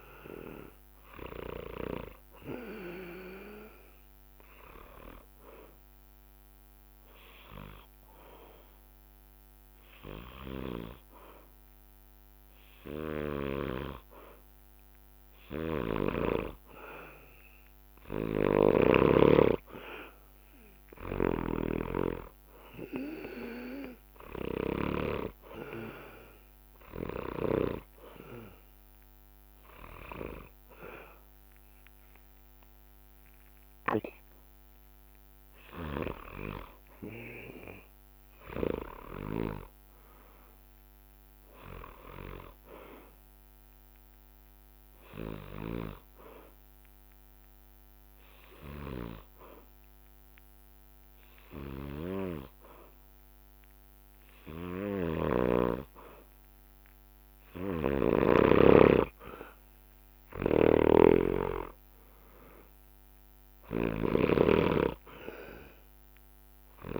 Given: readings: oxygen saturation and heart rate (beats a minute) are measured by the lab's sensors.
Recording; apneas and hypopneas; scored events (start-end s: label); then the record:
breathing in sleep by a microphone on the trachea; 3
1.00-11.00 s: drop in pulse transit time (device-marked, heart rate 65 before, 60 extreme)
5.50-15.50 s: hypopnea (oxygen 96% before, 93% lowest, heart rate 64 before, 59 extreme, up 11 after)
11.50-13.50 s: long interval between heartbeats (device-marked, heart rate 65 before, 65 extreme)
15.50-19.00 s: snoring (device-marked)
17.50-20.50 s: arousal
21.00-27.50 s: snoring (device-marked)
25.50-35.50 s: hypopnea (oxygen 96% before, 93% lowest, heart rate 65 before, 59 extreme, up 15 after)
26.00-46.00 s: oxygen desaturation (device-marked, oxygen 96% before, 93% lowest, heart rate 65 before, 59 extreme)
28.00-30.00 s: bradycardia (device-marked, heart rate 67 before, 64 extreme)
38.00-41.50 s: arousal
42.00-52.00 s: drop in pulse transit time (device-marked, heart rate 66 before, 61 extreme)
45.50-56.00 s: hypopnea (oxygen 96% before, 93% lowest, heart rate 67 before, 61 extreme, up 9 after)
54.50-58.00 s: snoring (device-marked)
60.00-67.00 s: snoring (device-marked)
60.50-64.00 s: arousal
63.00-67.00 s: drop in pulse transit time (device-marked, heart rate 65 before, 61 extreme)
From the record:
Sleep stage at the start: N2 (light sleep); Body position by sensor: on the back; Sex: male